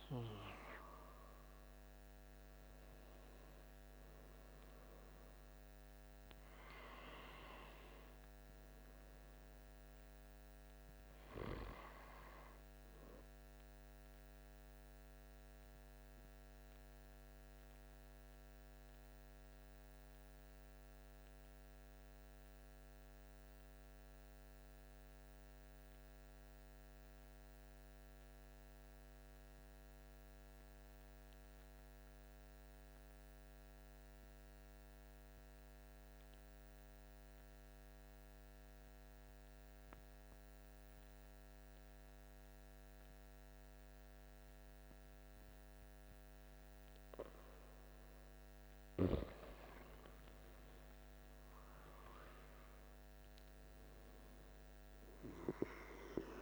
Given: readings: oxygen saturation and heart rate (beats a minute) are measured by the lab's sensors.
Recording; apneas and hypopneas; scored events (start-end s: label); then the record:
breathing in sleep by a microphone on the trachea; 1
0.00-21.50 s: oxygen desaturation (device-marked, oxygen 83% lowest, heart rate 50 extreme)
17.00-47.50 s: mixed apnea (oxygen 94% before, 86% lowest, heart rate 58 before, 51 extreme, up 11 after)
40.50-56.42 s: oxygen desaturation (device-marked, oxygen 99% before, 87% lowest, heart rate 52 before, 51 extreme)
49.00-53.50 s: arousal
From the record:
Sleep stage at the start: N2 (light sleep); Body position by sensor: on the back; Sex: male